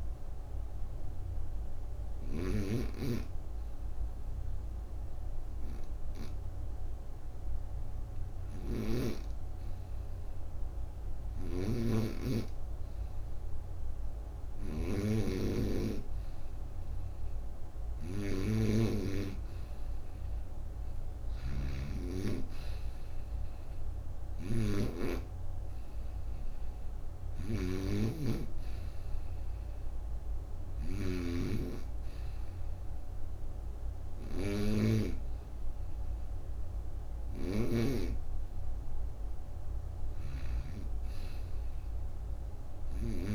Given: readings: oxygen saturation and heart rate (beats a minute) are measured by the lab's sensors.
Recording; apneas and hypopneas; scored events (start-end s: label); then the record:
breathing in sleep by a room microphone; 1
1.00-17.00 s: hypopnea (oxygen 96% before, 91% lowest, heart rate 58 before, 35 extreme, up 25 after)
11.00-35.00 s: snoring (device-marked)
19.00-22.00 s: arousal
37.00-43.34 s: snoring (device-marked)
From the record:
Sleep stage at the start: N2 (light sleep); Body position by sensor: on the right side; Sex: female